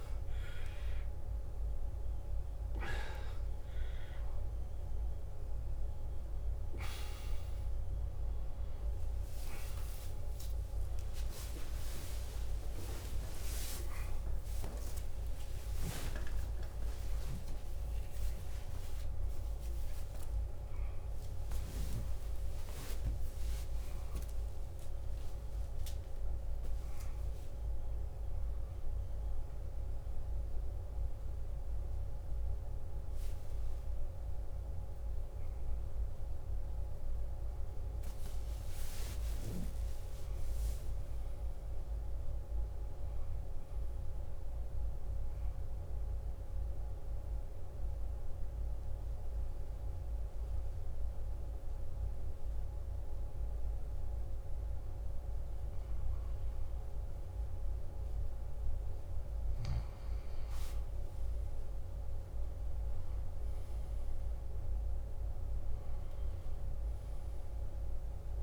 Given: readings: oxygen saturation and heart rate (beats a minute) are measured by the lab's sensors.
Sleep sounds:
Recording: a person awake in a sleep study, hard to hear, by a room microphone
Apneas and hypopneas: none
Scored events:
9.00-17.00 s: tachycardia (device-marked, heart rate 60 before, 157 extreme)
13.00-15.00 s: long interval between heartbeats (device-marked, heart rate 67 before, 123 extreme)
16.00-18.00 s: long interval between heartbeats (device-marked, heart rate 78 before, 150 extreme)
39.50-41.50 s: long interval between heartbeats (device-marked, heart rate 76 before, 84 extreme)
60.00-68.43 s: new sleep stage, N1 (lightest sleep)
66.00-68.43 s: oxygen desaturation (device-marked, oxygen 97% before, 94% lowest, heart rate 61 before, 57 extreme)
From the record:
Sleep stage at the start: awake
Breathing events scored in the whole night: 244 in 3.9 hours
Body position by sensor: on the back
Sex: male

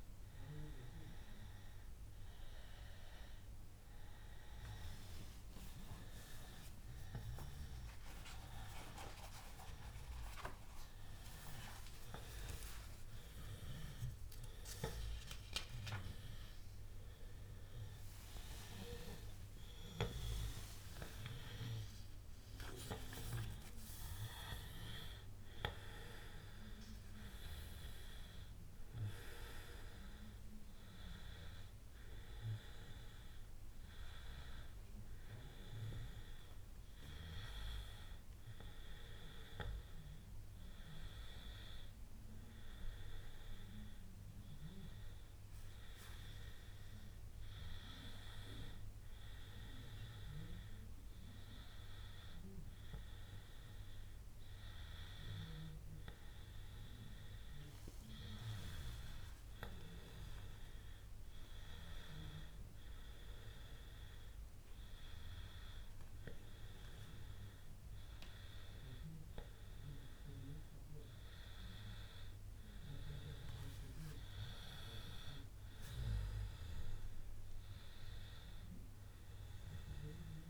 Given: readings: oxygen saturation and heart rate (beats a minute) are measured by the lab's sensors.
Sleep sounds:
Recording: a person partly awake in a sleep study, by a room microphone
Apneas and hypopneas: none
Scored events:
24.00-80.50 s: new sleep stage, N1 (lightest sleep)
From the record:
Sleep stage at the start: awake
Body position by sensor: on the back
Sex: male

